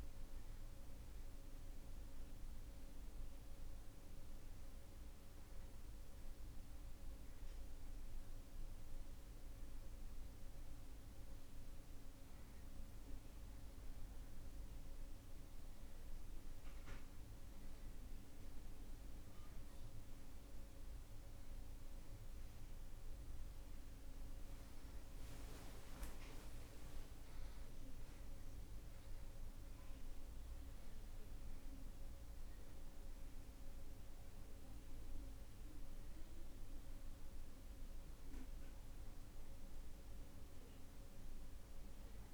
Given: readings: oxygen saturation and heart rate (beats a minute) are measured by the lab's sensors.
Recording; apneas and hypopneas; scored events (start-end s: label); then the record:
breathing in sleep, hard to hear, by a room microphone; none
0.00-6.50 s: oxygen desaturation (device-marked, oxygen 93% lowest)
From the record:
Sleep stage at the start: N2 (light sleep); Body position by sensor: on the right side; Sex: male